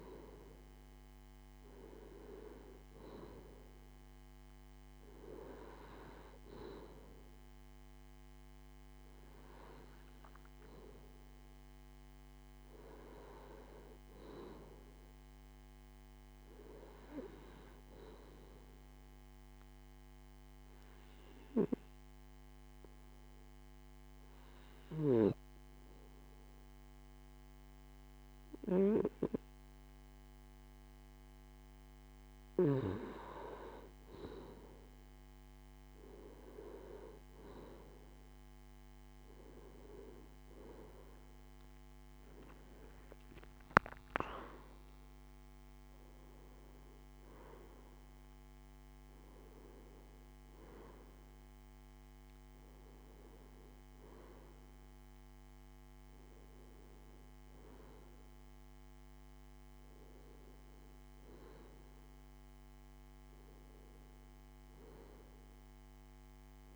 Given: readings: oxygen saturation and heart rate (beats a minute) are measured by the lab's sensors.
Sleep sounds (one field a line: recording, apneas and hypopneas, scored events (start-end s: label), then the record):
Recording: breathing in sleep by a microphone on the trachea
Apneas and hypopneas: 1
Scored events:
14.00-17.00 s: arousal
20.00-33.00 s: obstructive apnea (oxygen 95% before, 94% lowest)
35.50-39.50 s: arousal
From the record:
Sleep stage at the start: N2 (light sleep)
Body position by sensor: on the left side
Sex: male